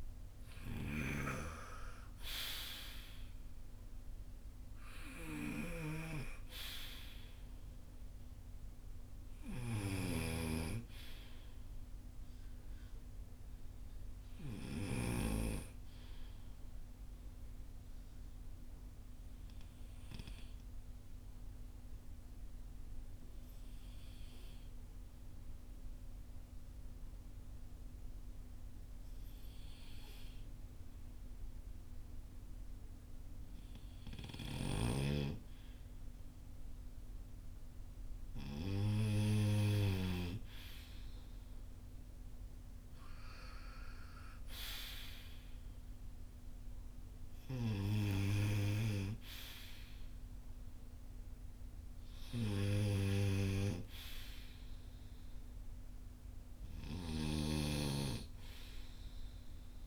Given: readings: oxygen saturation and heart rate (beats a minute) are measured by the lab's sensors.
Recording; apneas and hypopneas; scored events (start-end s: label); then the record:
breathing in sleep by a room microphone; 1
9.50-15.00 s: snoring (device-marked)
10.00-34.00 s: oxygen desaturation (device-marked, oxygen 97% before, 91% lowest, heart rate 57 before, 40 extreme)
16.00-34.00 s: obstructive apnea (oxygen 97% before, 91% lowest, heart rate 58 before, 40 extreme, up 15 after)
34.00-40.00 s: snoring (device-marked)
35.50-39.50 s: arousal
56.50-59.87 s: snoring (device-marked)
From the record:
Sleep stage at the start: N2 (light sleep); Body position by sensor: on the front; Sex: male